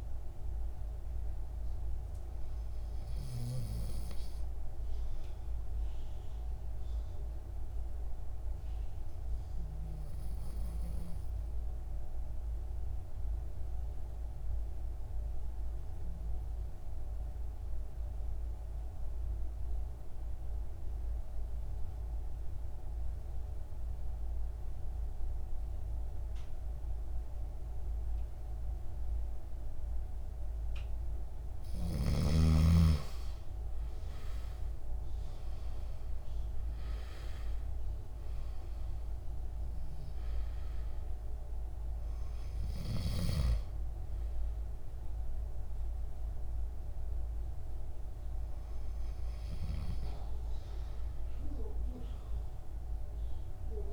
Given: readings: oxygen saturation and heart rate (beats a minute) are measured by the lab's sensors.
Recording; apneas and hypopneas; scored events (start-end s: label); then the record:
breathing in sleep by a room microphone; 1
5.00-31.00 s: obstructive apnea (oxygen 98% before, 92% lowest, heart rate 58 before, 54 extreme, up 15 after)
34.00-39.00 s: arousal
From the record:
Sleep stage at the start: N2 (light sleep); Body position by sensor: on the back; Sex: male